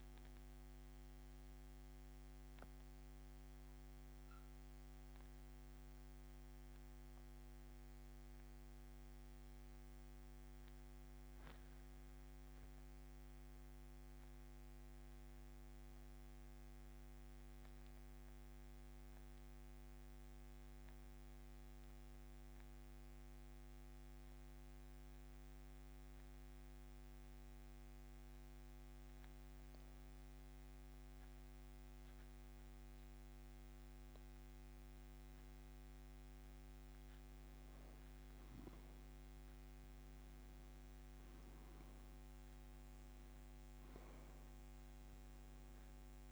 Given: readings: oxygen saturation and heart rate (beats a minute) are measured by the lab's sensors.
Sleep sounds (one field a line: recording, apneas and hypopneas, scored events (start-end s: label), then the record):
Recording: breathing in sleep, hard to hear, by a microphone on the trachea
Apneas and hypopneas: 1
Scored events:
0.00-32.50 s: oxygen desaturation (device-marked, oxygen 86% lowest, heart rate 68 extreme)
3.50-6.50 s: arousal
8.50-35.50 s: obstructive apnea (oxygen 98% before, 86% lowest, heart rate 83 before, 68 extreme, up 4 after)
41.50-45.50 s: arousal
From the record:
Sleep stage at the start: N2 (light sleep)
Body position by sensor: on the back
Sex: male